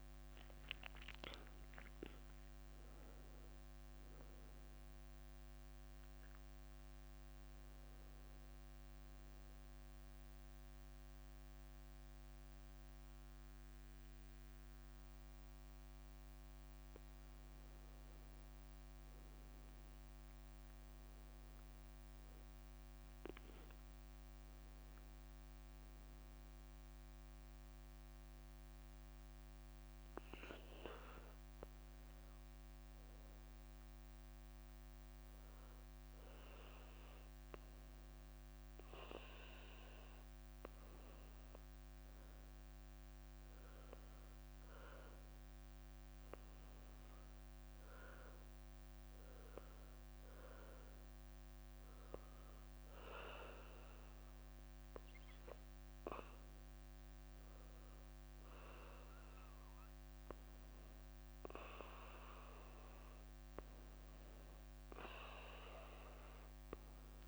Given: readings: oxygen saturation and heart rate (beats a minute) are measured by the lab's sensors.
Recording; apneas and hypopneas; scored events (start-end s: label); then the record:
breathing in sleep by a microphone on the trachea; 2
0.00-1.50 s: arousal
0.00-3.50 s: leg movement (device-marked)
0.00-15.00 s: oxygen desaturation (device-marked, oxygen 94% lowest, heart rate 65 extreme)
7.50-12.00 s: leg movement (device-marked)
20.50-24.50 s: arousal
27.50-38.00 s: hypopnea (oxygen 99% before, 93% lowest, heart rate 70 before, 65 extreme, up 4 after)
30.50-33.50 s: leg movement (device-marked)
39.00-41.50 s: leg movement (device-marked)
40.50-43.50 s: arousal
44.00-64.00 s: oxygen desaturation (device-marked, oxygen 97% before, 94% lowest, heart rate 68 before, 64 extreme)
49.00-60.00 s: obstructive apnea (oxygen 98% before, 92% lowest, heart rate 67 before, 64 extreme, up 3 after)
62.00-64.00 s: arousal
From the record:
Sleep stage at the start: N2 (light sleep); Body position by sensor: on the back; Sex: female